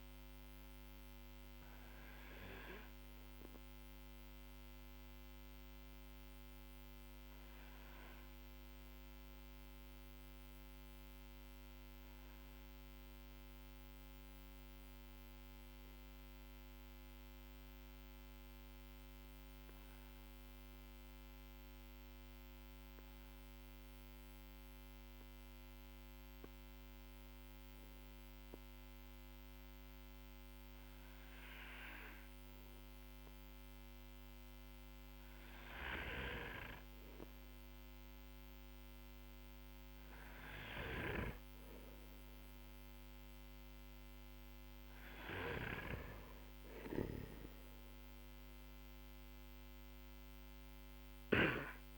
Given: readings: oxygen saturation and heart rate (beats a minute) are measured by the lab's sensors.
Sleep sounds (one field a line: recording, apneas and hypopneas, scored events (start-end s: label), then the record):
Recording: breathing in sleep by a microphone on the trachea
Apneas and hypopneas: 1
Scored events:
0.00-21.00 s: oxygen desaturation (device-marked, oxygen 92% lowest, heart rate 46 extreme)
6.00-24.50 s: mixed apnea (oxygen 97% before, 92% lowest, heart rate 48 before, 46 extreme, up 8 after)
28.00-31.50 s: arousal
50.00-51.98 s: oxygen desaturation (device-marked, oxygen 97% before, 94% lowest, heart rate 50 before, 45 extreme)
From the record:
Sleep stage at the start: N2 (light sleep)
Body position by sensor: on the back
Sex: male